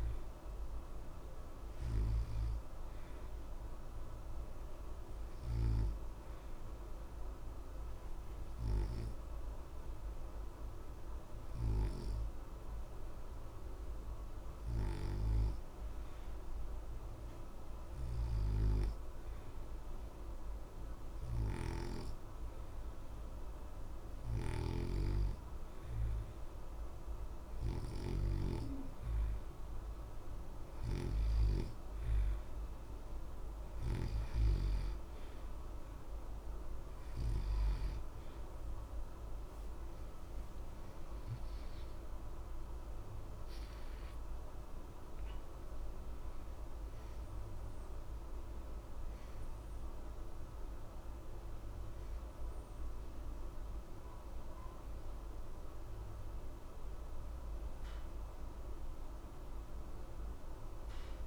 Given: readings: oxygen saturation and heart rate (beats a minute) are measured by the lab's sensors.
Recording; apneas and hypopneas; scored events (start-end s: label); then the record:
breathing in sleep by a room microphone; 1
3.00-28.50 s: obstructive apnea (oxygen 90% before, 87% lowest, heart rate 60 before, 60 extreme, up 0 after)
39.00-44.50 s: arousal
39.00-50.00 s: oxygen desaturation (device-marked, oxygen 90% before, 87% lowest, heart rate 60 before, 60 extreme)
From the record:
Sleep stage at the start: N2 (light sleep); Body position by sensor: on the back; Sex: male